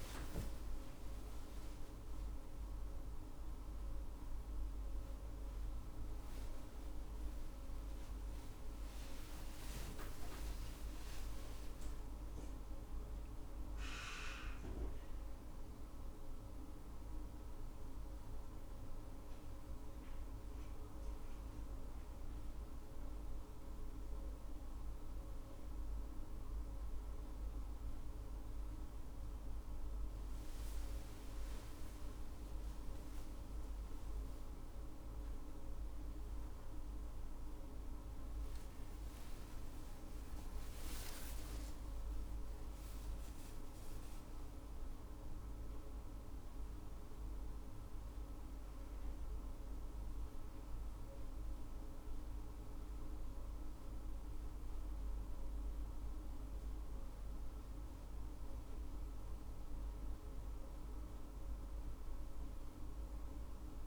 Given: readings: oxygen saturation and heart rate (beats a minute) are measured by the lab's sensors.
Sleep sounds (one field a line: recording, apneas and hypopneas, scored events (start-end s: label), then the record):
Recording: a person partly awake in a sleep study, hard to hear, by a room microphone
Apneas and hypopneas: none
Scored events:
17.00-63.86 s: new sleep stage, N1 (lightest sleep)
38.00-42.50 s: arousal
From the record:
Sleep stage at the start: awake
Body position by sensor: on the back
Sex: female